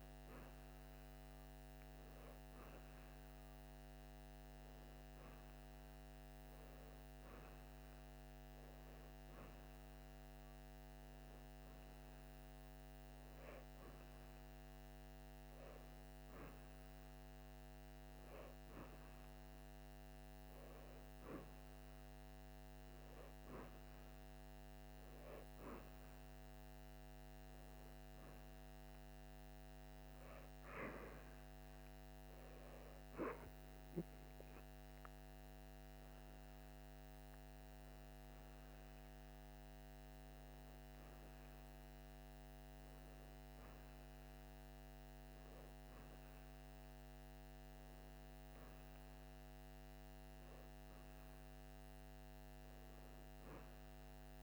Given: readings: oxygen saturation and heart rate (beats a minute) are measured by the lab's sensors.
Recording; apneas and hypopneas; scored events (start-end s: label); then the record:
breathing in sleep, hard to hear, by a microphone on the trachea; none
none scored
From the record:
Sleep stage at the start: N2 (light sleep); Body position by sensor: on the right side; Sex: female